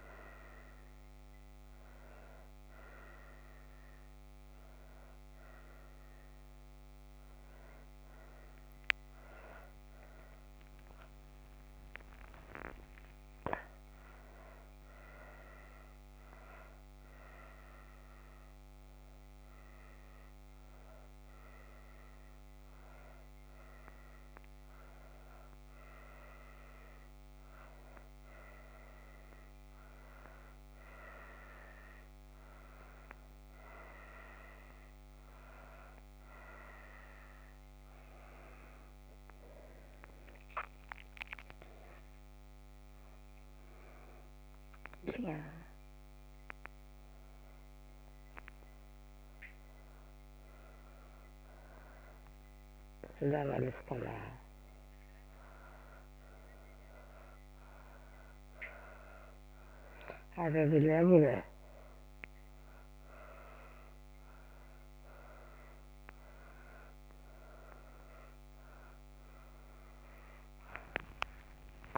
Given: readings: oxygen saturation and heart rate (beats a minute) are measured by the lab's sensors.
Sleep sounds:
a person awake in a sleep study, by a microphone on the trachea; none
4.00-34.00 s: oxygen desaturation (device-marked, oxygen 93% before, 89% lowest)
6.00-71.98 s: new sleep stage, awake
From the record:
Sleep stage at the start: N1 (lightest sleep); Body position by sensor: on the back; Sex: female

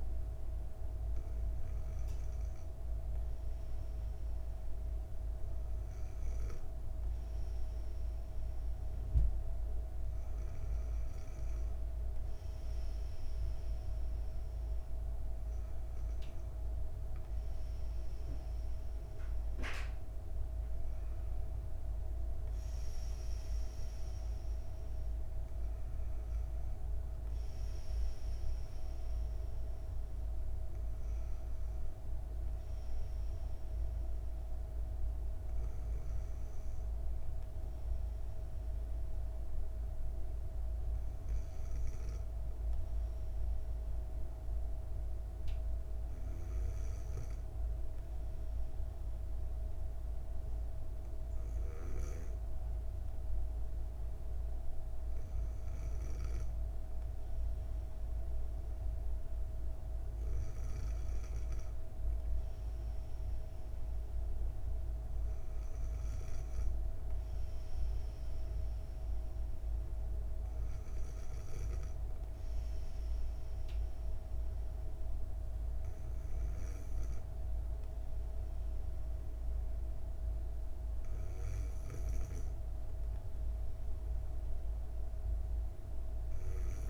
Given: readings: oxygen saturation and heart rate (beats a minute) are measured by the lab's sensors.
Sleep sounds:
breathing in sleep, hard to hear, by a room microphone; none
none scored
From the record:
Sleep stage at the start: N2 (light sleep); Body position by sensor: on the back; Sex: female

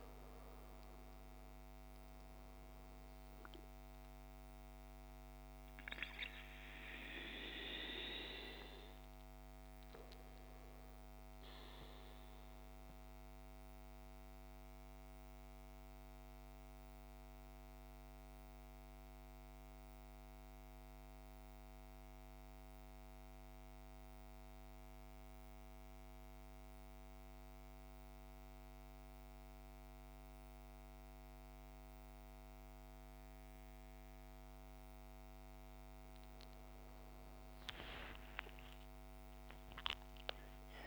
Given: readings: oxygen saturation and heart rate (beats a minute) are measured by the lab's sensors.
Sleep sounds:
breathing in sleep by a microphone on the trachea; 1
0.00-28.50 s: oxygen desaturation (device-marked, oxygen 78% lowest, heart rate 53 extreme)
13.00-35.00 s: central apnea (oxygen 99% before, 78% lowest, heart rate 62 before, 50 extreme, up 15 after)
36.50-40.87 s: arousal
37.50-40.87 s: oxygen desaturation (device-marked, oxygen 100% before, 87% lowest, heart rate 55 before, 50 extreme)
From the record:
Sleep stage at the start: N2 (light sleep); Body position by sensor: on the back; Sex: male

